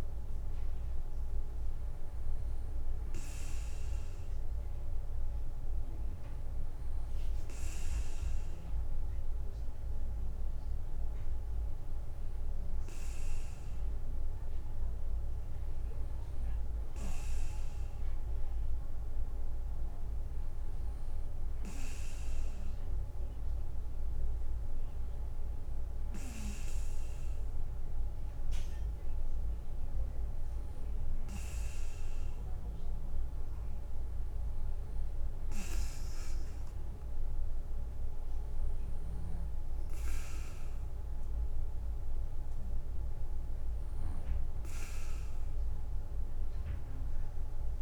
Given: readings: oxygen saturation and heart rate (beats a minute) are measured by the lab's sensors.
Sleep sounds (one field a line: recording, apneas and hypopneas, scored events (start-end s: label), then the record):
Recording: breathing in sleep, hard to hear, by a room microphone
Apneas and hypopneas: none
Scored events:
none scored
From the record:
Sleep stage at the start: N2 (light sleep)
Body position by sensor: on the back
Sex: male